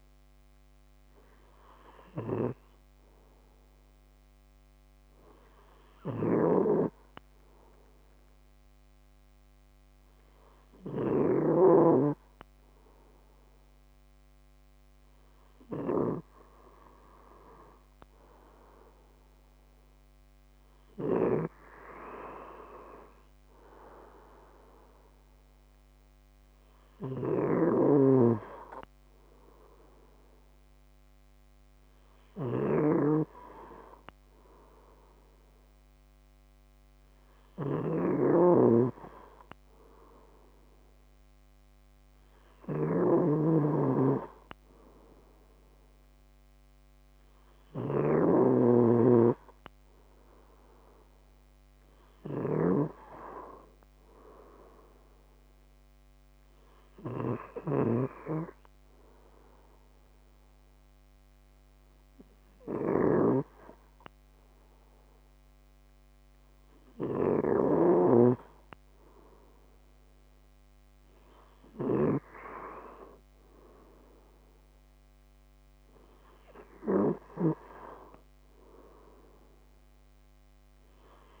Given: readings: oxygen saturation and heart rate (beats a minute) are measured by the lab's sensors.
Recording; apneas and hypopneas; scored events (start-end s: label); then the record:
breathing in sleep by a microphone on the trachea; 1
5.50-11.00 s: snoring (device-marked)
20.00-67.00 s: snoring (device-marked)
56.00-67.00 s: hypopnea (oxygen 95% before, 93% lowest, heart rate 169 before, 91 extreme, up 22 after)
68.00-72.00 s: arousal
From the record:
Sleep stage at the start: N2 (light sleep); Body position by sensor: on the left side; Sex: male